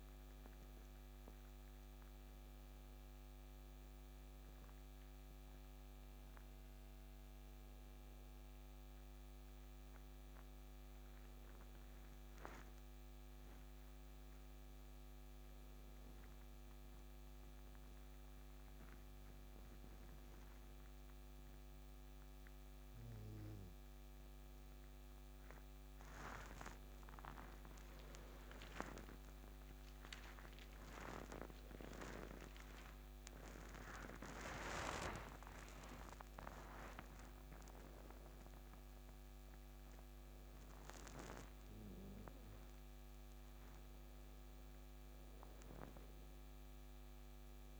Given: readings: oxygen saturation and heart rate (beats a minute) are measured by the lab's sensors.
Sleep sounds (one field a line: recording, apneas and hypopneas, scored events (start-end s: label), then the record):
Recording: a person awake in a sleep study, by a microphone on the trachea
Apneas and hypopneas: none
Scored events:
none scored
From the record:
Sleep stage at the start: awake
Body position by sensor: on the back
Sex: male